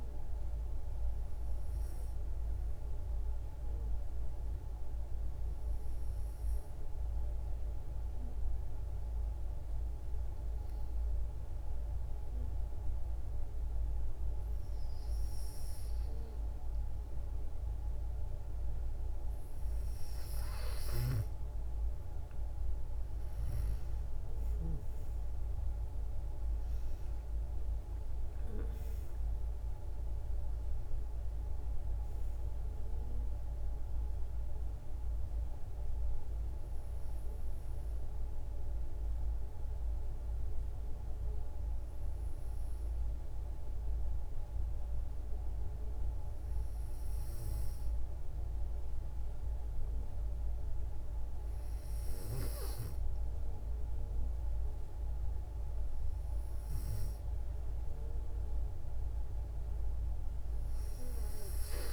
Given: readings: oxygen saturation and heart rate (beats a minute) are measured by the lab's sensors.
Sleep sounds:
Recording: breathing in sleep, hard to hear, by a room microphone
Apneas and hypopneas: 2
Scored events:
5.00-18.00 s: hypopnea (oxygen 94% before, 90% lowest, heart rate 62 before, 58 extreme, up 8 after)
22.00-45.00 s: oxygen desaturation (device-marked, oxygen 94% before, 90% lowest, heart rate 59 before, 58 extreme)
25.00-29.50 s: arousal
39.50-52.50 s: hypopnea (oxygen 94% before, 92% lowest, heart rate 65 before, 58 extreme, up 3 after)
54.00-58.00 s: arousal
From the record:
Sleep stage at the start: N2 (light sleep)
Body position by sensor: on the back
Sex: female

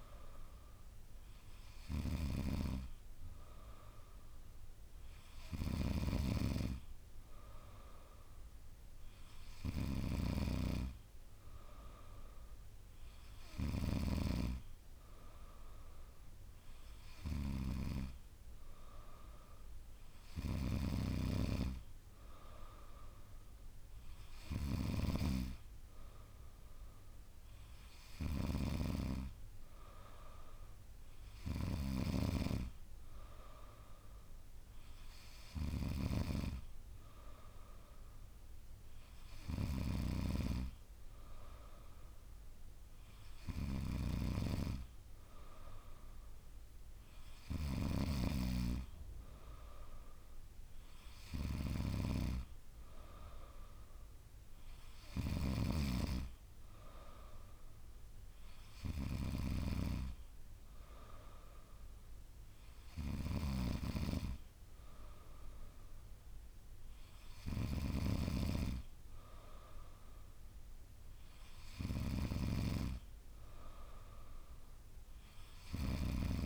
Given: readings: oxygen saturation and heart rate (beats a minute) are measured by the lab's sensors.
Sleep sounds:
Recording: breathing in sleep by a room microphone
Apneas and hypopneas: none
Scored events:
63.00-72.50 s: snoring (device-marked)
From the record:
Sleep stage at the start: N3 (deep sleep)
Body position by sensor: on the back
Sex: female

